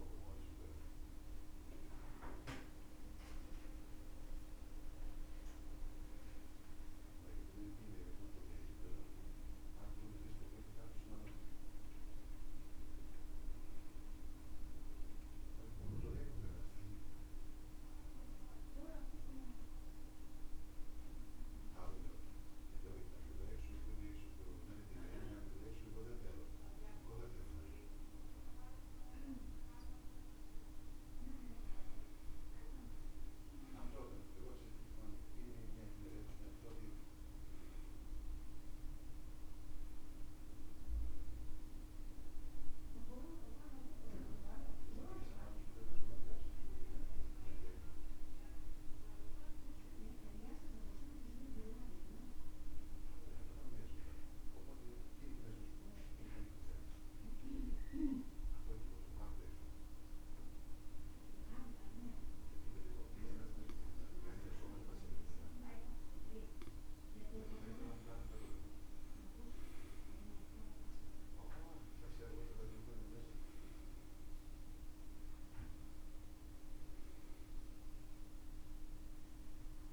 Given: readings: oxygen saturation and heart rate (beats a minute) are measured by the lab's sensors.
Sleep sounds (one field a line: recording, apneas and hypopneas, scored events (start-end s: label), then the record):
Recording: breathing in sleep by a room microphone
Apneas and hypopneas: 2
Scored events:
15.50-31.50 s: obstructive apnea (oxygen 98% before, 93% lowest, heart rate 68 before, 65 extreme, up 6 after)
33.50-37.50 s: arousal
39.00-65.00 s: oxygen desaturation (device-marked, oxygen 96% before, 93% lowest, heart rate 67 before, 64 extreme)
48.50-67.00 s: obstructive apnea (oxygen 97% before, 92% lowest, heart rate 69 before, 64 extreme, up 6 after)
68.50-73.00 s: arousal
From the record:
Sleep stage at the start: N2 (light sleep)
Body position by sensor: on the back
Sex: male